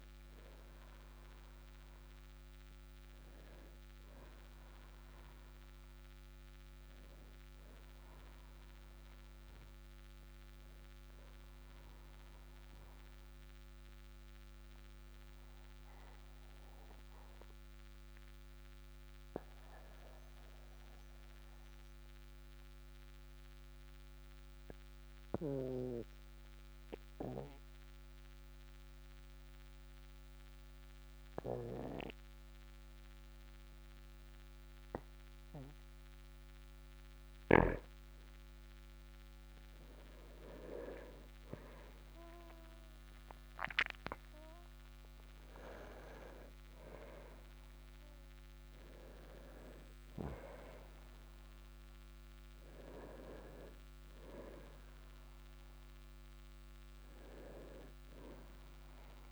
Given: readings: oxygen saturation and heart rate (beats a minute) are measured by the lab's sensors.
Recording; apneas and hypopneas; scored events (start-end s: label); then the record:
breathing in sleep by a microphone on the trachea; 1
7.50-11.00 s: arousal
13.00-38.00 s: obstructive apnea (oxygen 98% before, 95% lowest, heart rate 53 before, 42 extreme, up 7 after)
40.50-44.00 s: arousal
41.50-52.50 s: oxygen desaturation (device-marked, oxygen 99% before, 96% lowest, heart rate 47 before, 46 extreme)
From the record:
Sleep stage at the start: N2 (light sleep); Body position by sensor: on the back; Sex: male